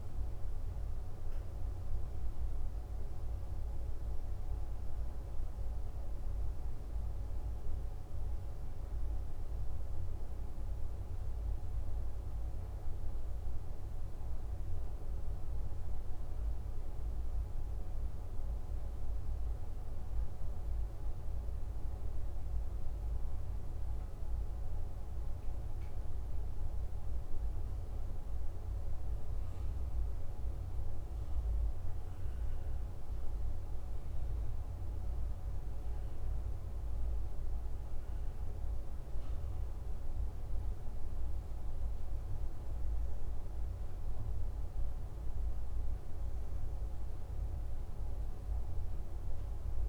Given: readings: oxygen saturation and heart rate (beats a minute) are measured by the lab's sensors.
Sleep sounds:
breathing in sleep, hard to hear, by a room microphone; none
none scored
From the record:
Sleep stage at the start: N2 (light sleep); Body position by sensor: on the back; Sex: male

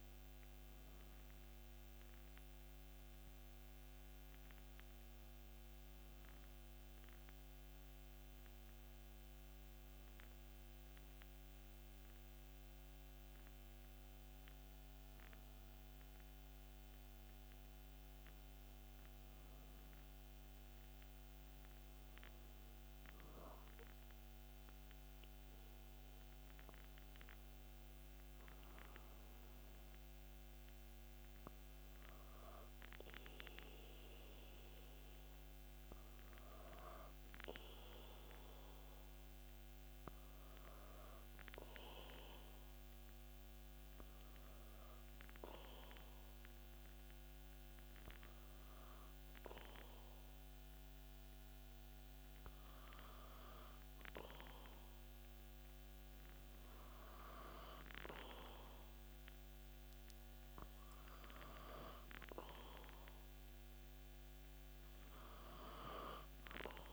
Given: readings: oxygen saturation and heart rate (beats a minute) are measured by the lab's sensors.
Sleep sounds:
breathing in sleep by a microphone on the trachea; 2
3.00-18.00 s: hypopnea (oxygen 97% before, 94% lowest)
18.50-24.00 s: arousal
41.00-53.50 s: hypopnea (oxygen 97% before, 92% lowest)
57.50-63.00 s: arousal
From the record:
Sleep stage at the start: N2 (light sleep); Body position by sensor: on the back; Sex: male

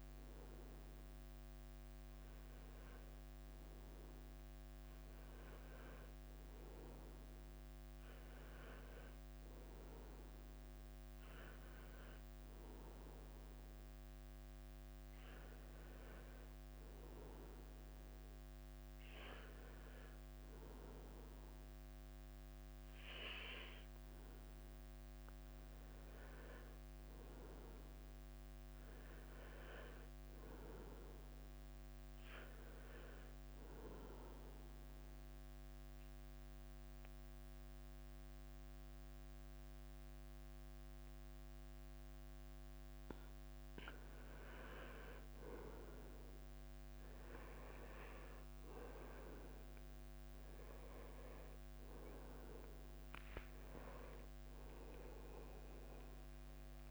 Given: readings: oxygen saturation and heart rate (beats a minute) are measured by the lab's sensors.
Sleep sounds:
breathing in sleep by a microphone on the trachea; 1
35.00-45.00 s: central apnea (oxygen 96% before, 91% lowest, heart rate 92 before, 91 extreme, up 1 after)
50.50-56.91 s: drop in pulse transit time (device-marked, heart rate 92 before, 89 extreme)
53.50-56.91 s: arousal
54.50-56.91 s: oxygen desaturation (device-marked, oxygen 94% before, 91% lowest, heart rate 92 before, 89 extreme)
From the record:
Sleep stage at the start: N1 (lightest sleep); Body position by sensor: on the right side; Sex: male

